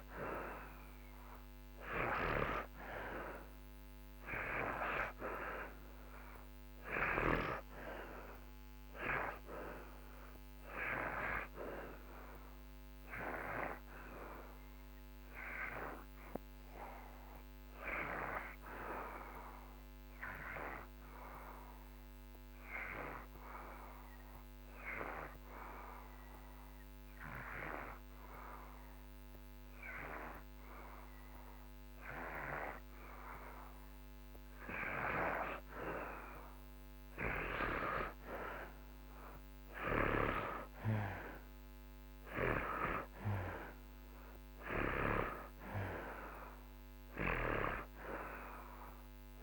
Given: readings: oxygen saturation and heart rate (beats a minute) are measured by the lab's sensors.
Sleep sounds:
breathing in sleep by a microphone on the trachea; 1
0.00-2.50 s: arousal
4.00-32.00 s: oxygen desaturation (device-marked, oxygen 96% before, 82% lowest)
13.00-35.50 s: hypopnea (oxygen 96% before, 75% lowest)
39.50-43.50 s: arousal
40.00-49.43 s: oxygen desaturation (device-marked, oxygen 93% before, 83% lowest)
From the record:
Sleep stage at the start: REM sleep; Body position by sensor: on the back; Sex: male

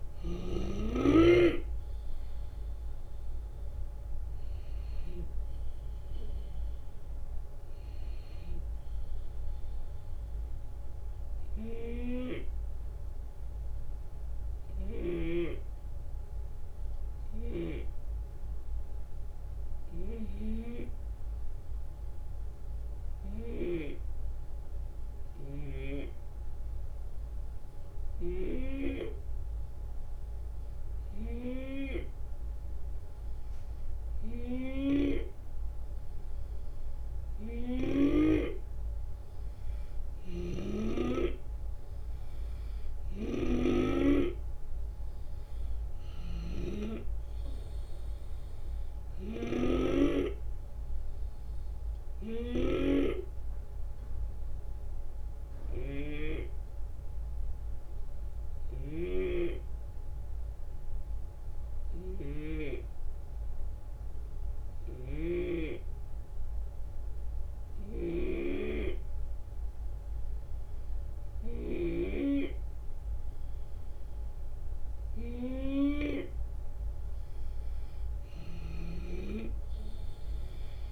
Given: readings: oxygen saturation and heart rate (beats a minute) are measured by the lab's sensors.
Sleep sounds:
breathing in sleep by a room microphone; 2
0.00-5.00 s: oxygen desaturation (device-marked, oxygen 94% before, 88% lowest, heart rate 69 before, 69 extreme)
0.00-13.00 s: drop in pulse transit time (device-marked, heart rate 72 before, 71 extreme)
11.00-31.00 s: hypopnea (oxygen 91% before, 87% lowest, heart rate 75 before, 69 extreme, up 2 after)
17.00-37.50 s: snoring (device-marked)
33.50-37.50 s: arousal
39.00-52.00 s: drop in pulse transit time (device-marked, heart rate 71 before, 72 extreme)
39.50-71.50 s: snoring (device-marked)
45.00-51.00 s: oxygen desaturation (device-marked, oxygen 93% before, 89% lowest, heart rate 72 before, 67 extreme)
51.50-70.50 s: obstructive apnea (oxygen 94% before, 88% lowest, heart rate 74 before, 67 extreme, up 7 after)
77.00-80.92 s: drop in pulse transit time (device-marked, heart rate 69 before, 74 extreme)
78.00-80.92 s: arousal
From the record:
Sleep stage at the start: N2 (light sleep); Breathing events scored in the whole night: 321 in 4.1 hours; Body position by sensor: on the left side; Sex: male

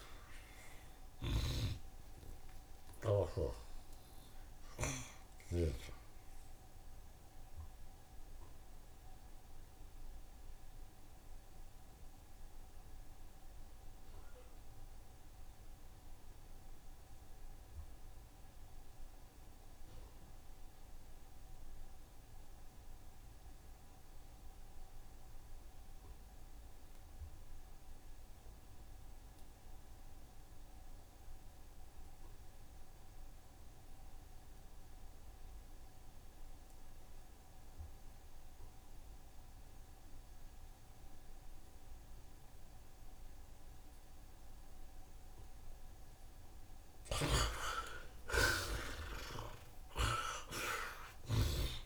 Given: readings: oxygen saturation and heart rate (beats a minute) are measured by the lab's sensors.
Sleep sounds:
breathing in sleep by a room microphone; 1
0.00-1.50 s: arousal
0.00-6.00 s: tachycardia (device-marked, heart rate 75 before, 119 extreme)
0.00-15.00 s: oxygen desaturation (device-marked, oxygen 58% lowest, heart rate 75 extreme)
1.50-3.50 s: long interval between heartbeats (device-marked, heart rate 76 before, 91 extreme)
3.50-5.50 s: long interval between heartbeats (device-marked, heart rate 78 before, 116 extreme)
6.00-45.50 s: obstructive apnea (oxygen 81% before, 54% lowest, heart rate 85 before, 73 extreme, up 14 after)
17.00-51.86 s: oxygen desaturation (device-marked, oxygen 84% before, 54% lowest, heart rate 92 before, 73 extreme)
30.50-32.50 s: long interval between heartbeats (device-marked, heart rate 76 before, 83 extreme)
35.50-37.50 s: long interval between heartbeats (device-marked, heart rate 78 before, 88 extreme)
37.00-39.00 s: tachycardia (device-marked, heart rate 75 before, 88 extreme)
37.50-39.50 s: long interval between heartbeats (device-marked, heart rate 79 before, 85 extreme)
40.00-42.00 s: long interval between heartbeats (device-marked, heart rate 82 before, 107 extreme)
48.00-51.86 s: arousal
50.50-51.86 s: long interval between heartbeats (device-marked, heart rate 92 before, 97 extreme)
From the record:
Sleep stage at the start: N2 (light sleep); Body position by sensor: on the right side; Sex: male

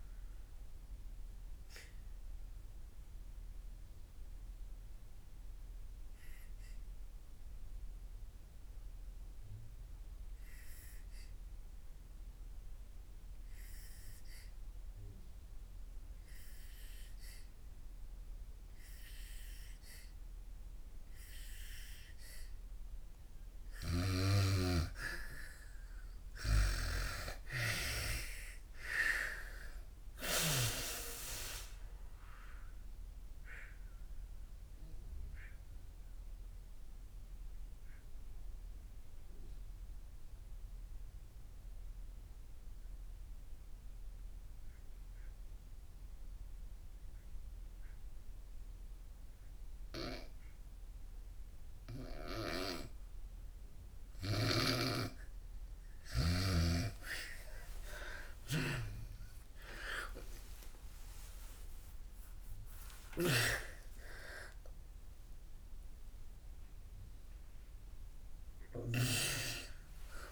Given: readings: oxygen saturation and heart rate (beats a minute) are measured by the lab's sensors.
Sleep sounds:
breathing in sleep by a room microphone; 2
0.00-16.50 s: oxygen desaturation (device-marked, oxygen 82% lowest, heart rate 56 extreme)
0.50-23.50 s: mixed apnea (oxygen 99% before, 82% lowest, heart rate 72 before, 56 extreme, up 30 after)
24.50-54.50 s: oxygen desaturation (device-marked, oxygen 99% before, 82% lowest, heart rate 60 before, 38 extreme)
26.00-29.50 s: arousal
31.50-55.00 s: obstructive apnea (oxygen 99% before, 82% lowest, heart rate 65 before, 38 extreme, up 55 after)
58.00-63.00 s: arousal
63.00-69.00 s: snoring (device-marked)
68.50-70.32 s: oxygen desaturation (device-marked, oxygen 96% before, 84% lowest, heart rate 79 before, 62 extreme)
From the record:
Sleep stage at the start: N2 (light sleep); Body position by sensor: on the back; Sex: female

